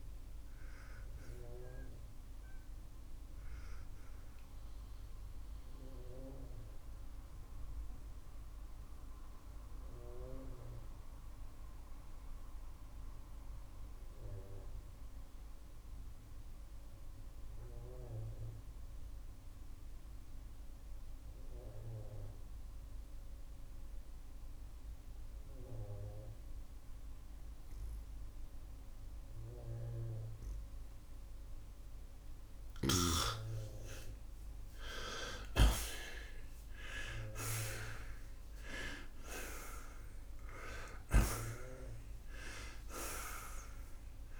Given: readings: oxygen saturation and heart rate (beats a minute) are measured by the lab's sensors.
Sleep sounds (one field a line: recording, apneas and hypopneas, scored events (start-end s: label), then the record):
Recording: breathing in sleep by a room microphone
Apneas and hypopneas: 1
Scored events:
6.00-31.50 s: obstructive apnea (oxygen 92% before, 85% lowest, heart rate 88 before, 63 extreme, up 29 after)
14.00-31.00 s: oxygen desaturation (device-marked, oxygen 92% before, 85% lowest, heart rate 80 before, 63 extreme)
32.50-37.50 s: arousal
38.00-44.40 s: oxygen desaturation (device-marked, oxygen 95% before, 92% lowest, heart rate 74 before, 62 extreme)
From the record:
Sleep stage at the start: N2 (light sleep)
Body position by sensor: on the right side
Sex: male